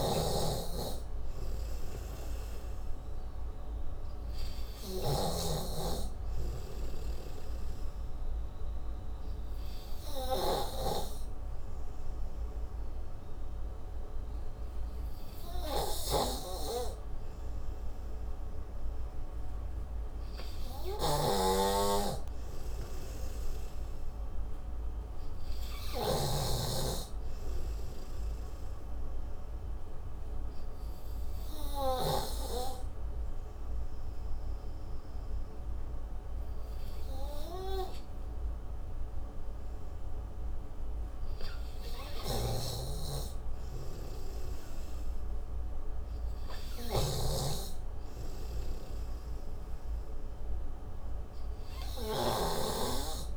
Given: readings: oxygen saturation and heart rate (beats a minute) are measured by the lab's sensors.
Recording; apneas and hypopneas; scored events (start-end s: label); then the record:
breathing in sleep by a room microphone; 1
0.00-5.50 s: snoring (device-marked)
7.50-11.50 s: oxygen desaturation (device-marked, oxygen 94% before, 89% lowest)
21.00-26.50 s: snoring (device-marked)
24.50-27.50 s: arousal
29.50-42.00 s: obstructive apnea (oxygen 94% before, 91% lowest)
42.50-53.00 s: snoring (device-marked)
45.50-49.00 s: arousal
From the record:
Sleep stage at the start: N3 (deep sleep); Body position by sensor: on the right side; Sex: male